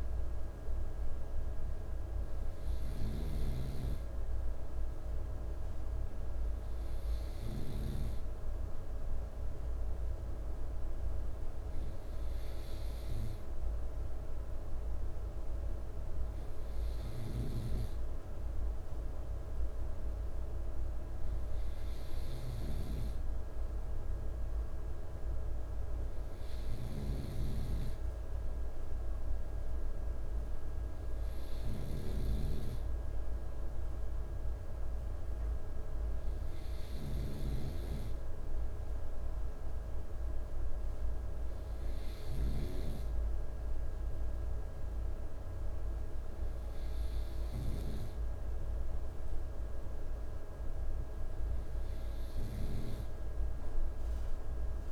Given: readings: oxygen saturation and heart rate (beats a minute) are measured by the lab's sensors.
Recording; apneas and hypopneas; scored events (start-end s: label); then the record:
breathing in sleep by a room microphone; none
26.50-32.00 s: snoring (device-marked)
From the record:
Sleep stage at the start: N2 (light sleep); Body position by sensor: on the right side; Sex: male